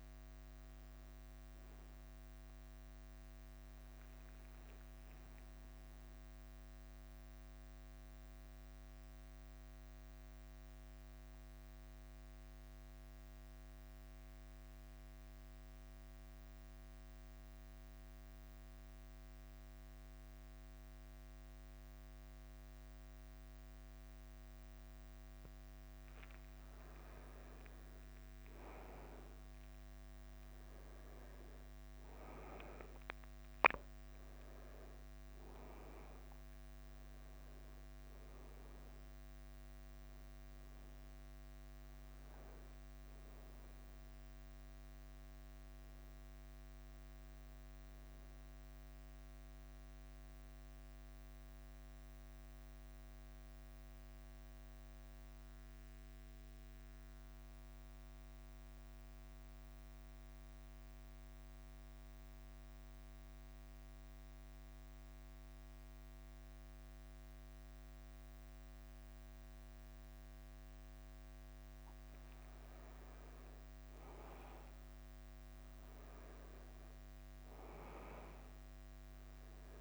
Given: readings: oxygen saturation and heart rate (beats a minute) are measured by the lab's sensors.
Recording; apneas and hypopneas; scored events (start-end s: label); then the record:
breathing in sleep, hard to hear, by a microphone on the trachea; 2
0.00-2.50 s: arousal
0.00-79.81 s: bradycardia (device-marked, heart rate 49 extreme)
10.50-26.00 s: central apnea (oxygen 98% before, 94% lowest, heart rate 53 before, 50 extreme, up 4 after)
27.00-33.00 s: arousal
31.50-42.50 s: oxygen desaturation (device-marked, oxygen 100% before, 96% lowest, heart rate 52 before, 50 extreme)
50.50-68.50 s: oxygen desaturation (device-marked, oxygen 97% before, 94% lowest, heart rate 54 before, 49 extreme)
54.50-71.50 s: mixed apnea (oxygen 99% before, 94% lowest, heart rate 53 before, 49 extreme, up 4 after)
73.50-78.00 s: arousal
From the record:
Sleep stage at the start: N2 (light sleep); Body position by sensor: on the back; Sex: male